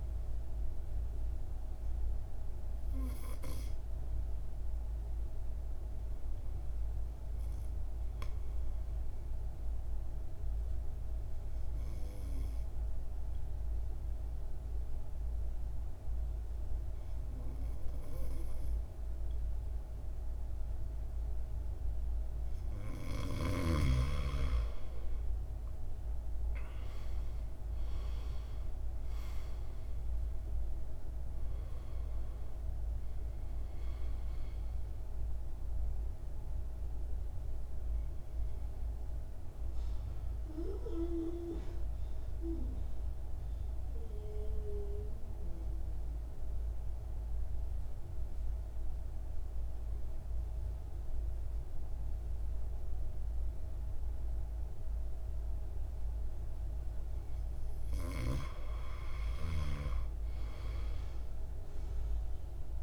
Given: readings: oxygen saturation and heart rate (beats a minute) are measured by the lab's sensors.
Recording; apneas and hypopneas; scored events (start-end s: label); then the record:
breathing in sleep by a room microphone; 2
3.50-17.50 s: oxygen desaturation (device-marked, oxygen 99% before, 90% lowest, heart rate 55 before, 51 extreme)
7.00-23.50 s: obstructive apnea (oxygen 99% before, 87% lowest, heart rate 56 before, 51 extreme, up 17 after)
26.50-30.00 s: arousal
27.50-52.50 s: oxygen desaturation (device-marked, oxygen 98% before, 87% lowest, heart rate 56 before, 51 extreme)
34.00-57.00 s: central apnea (oxygen 98% before, 87% lowest, heart rate 59 before, 51 extreme, up 8 after)
60.00-62.50 s: arousal
From the record:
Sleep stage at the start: N2 (light sleep); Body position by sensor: on the right side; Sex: male